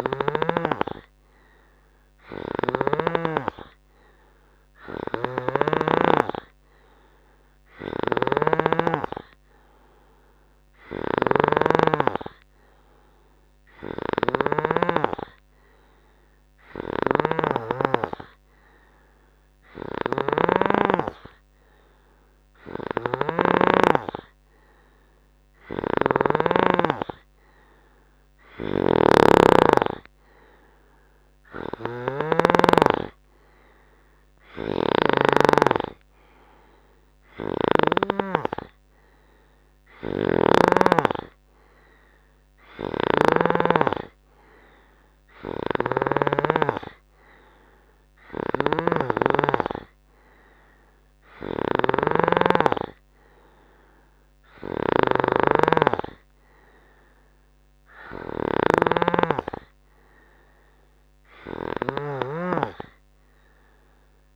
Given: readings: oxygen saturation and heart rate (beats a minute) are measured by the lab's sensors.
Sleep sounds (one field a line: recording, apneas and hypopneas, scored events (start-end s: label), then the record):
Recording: breathing in sleep by a microphone on the trachea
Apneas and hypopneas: none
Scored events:
2.50-9.00 s: snoring (device-marked)
11.00-15.00 s: snoring (device-marked)
17.00-21.00 s: snoring (device-marked)
23.00-35.50 s: snoring (device-marked)
40.00-43.50 s: snoring (device-marked)
45.50-64.36 s: snoring (device-marked)
From the record:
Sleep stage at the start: N3 (deep sleep)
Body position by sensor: on the right side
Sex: male